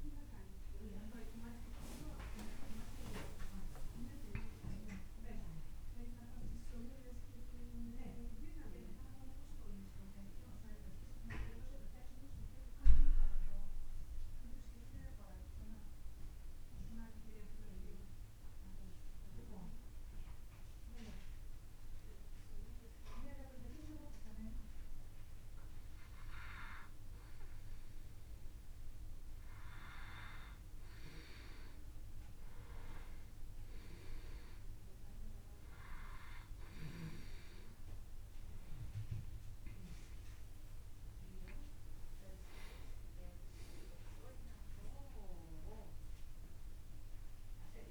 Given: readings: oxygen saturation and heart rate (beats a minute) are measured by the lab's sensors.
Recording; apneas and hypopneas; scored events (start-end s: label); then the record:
breathing in sleep by a room microphone; 1
4.00-8.50 s: arousal
15.50-29.00 s: obstructive apnea (oxygen 98% before, 93% lowest, heart rate 59 before, 45 extreme, up 11 after)
31.50-35.50 s: arousal
34.50-47.91 s: oxygen desaturation (device-marked, oxygen 97% before, 93% lowest, heart rate 55 before, 39 extreme)
From the record:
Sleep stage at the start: N1 (lightest sleep); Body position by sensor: on the back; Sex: male